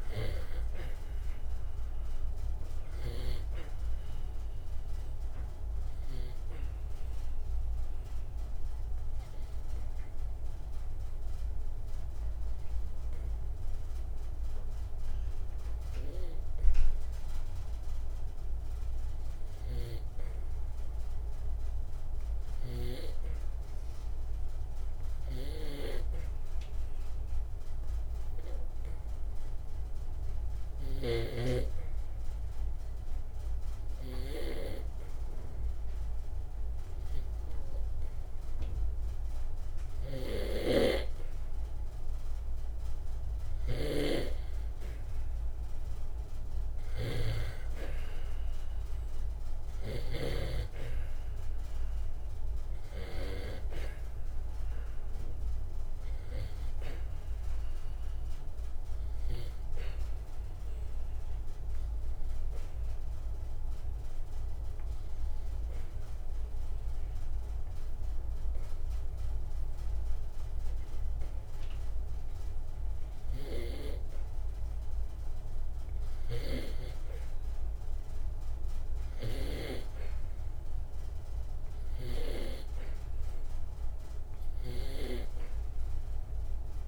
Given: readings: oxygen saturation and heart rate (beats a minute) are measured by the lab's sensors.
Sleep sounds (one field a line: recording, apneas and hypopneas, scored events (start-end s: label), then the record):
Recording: breathing in sleep by a room microphone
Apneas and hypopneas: 2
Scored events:
0.00-36.00 s: oxygen desaturation (device-marked, oxygen 89% lowest, heart rate 59 extreme)
5.50-17.00 s: hypopnea (oxygen 97% before, 87% lowest, heart rate 62 before, 59 extreme, up 2 after)
19.50-23.00 s: arousal
47.50-51.00 s: snoring (device-marked)
51.00-84.00 s: oxygen desaturation (device-marked, oxygen 95% before, 87% lowest, heart rate 62 before, 60 extreme)
56.00-59.50 s: arousal
63.50-77.00 s: hypopnea (oxygen 96% before, 87% lowest, heart rate 62 before, 61 extreme, up 2 after)
79.50-82.50 s: arousal
From the record:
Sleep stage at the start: N2 (light sleep)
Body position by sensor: on the back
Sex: male